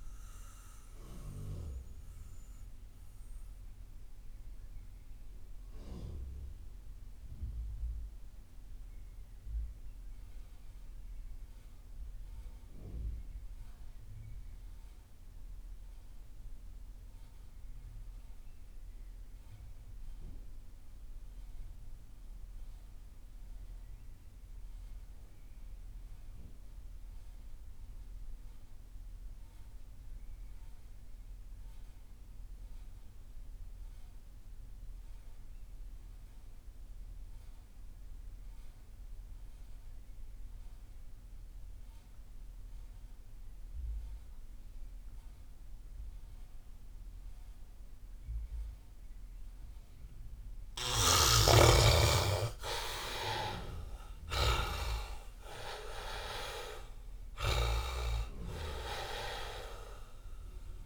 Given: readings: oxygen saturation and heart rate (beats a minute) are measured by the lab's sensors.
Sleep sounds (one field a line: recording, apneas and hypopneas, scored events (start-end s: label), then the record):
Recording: breathing in sleep by a room microphone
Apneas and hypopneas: 1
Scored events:
0.00-14.00 s: oxygen desaturation (device-marked, oxygen 83% lowest)
1.00-50.00 s: mixed apnea (oxygen 98% before, 71% lowest)
34.00-60.85 s: oxygen desaturation (device-marked, oxygen 97% before, 71% lowest)
50.50-60.85 s: snoring (device-marked)
51.50-55.00 s: arousal
From the record:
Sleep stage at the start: REM sleep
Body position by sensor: on the back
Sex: male